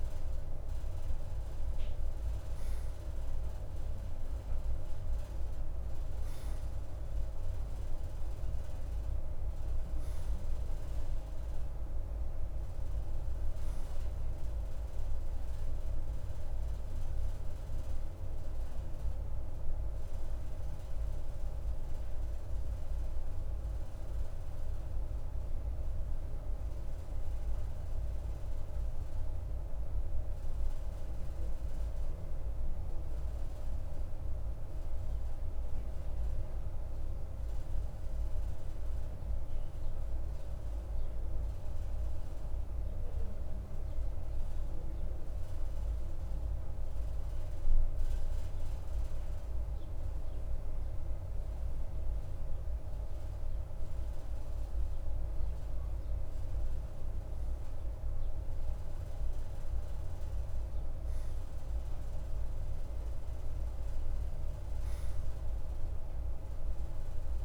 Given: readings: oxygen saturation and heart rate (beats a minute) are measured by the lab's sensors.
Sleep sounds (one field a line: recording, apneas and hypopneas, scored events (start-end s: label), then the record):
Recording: breathing in sleep, hard to hear, by a room microphone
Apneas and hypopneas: 1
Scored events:
28.00-52.50 s: obstructive apnea (oxygen 93% before, 92% lowest, heart rate 54 before, 53 extreme, up 2 after)
55.50-60.00 s: arousal
From the record:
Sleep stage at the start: N2 (light sleep)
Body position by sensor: on the right side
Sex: male